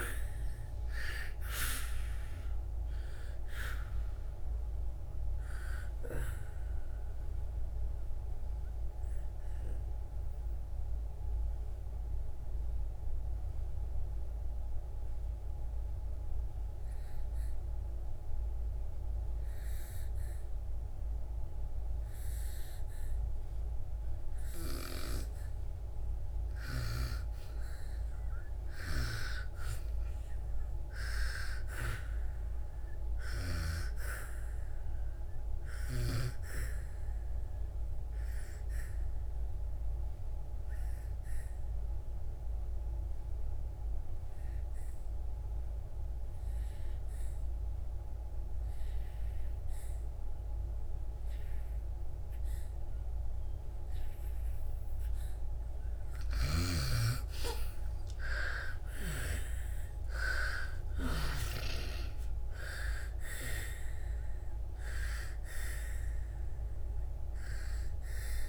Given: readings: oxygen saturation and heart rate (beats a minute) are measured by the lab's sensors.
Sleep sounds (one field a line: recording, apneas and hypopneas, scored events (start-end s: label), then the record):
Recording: breathing in sleep by a room microphone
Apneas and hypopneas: 2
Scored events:
0.00-24.00 s: oxygen desaturation (device-marked, oxygen 80% lowest, heart rate 60 extreme)
5.00-24.50 s: obstructive apnea (oxygen 97% before, 80% lowest, heart rate 77 before, 60 extreme, up 12 after)
37.00-55.00 s: obstructive apnea (oxygen 99% before, 82% lowest, heart rate 67 before, 60 extreme, up 6 after)
38.00-48.00 s: oxygen desaturation (device-marked, oxygen 98% before, 90% lowest, heart rate 68 before, 64 extreme)
53.00-68.49 s: oxygen desaturation (device-marked, oxygen 97% before, 82% lowest, heart rate 69 before, 60 extreme)
57.00-61.50 s: arousal
From the record:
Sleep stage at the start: N2 (light sleep)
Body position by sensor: on the back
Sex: female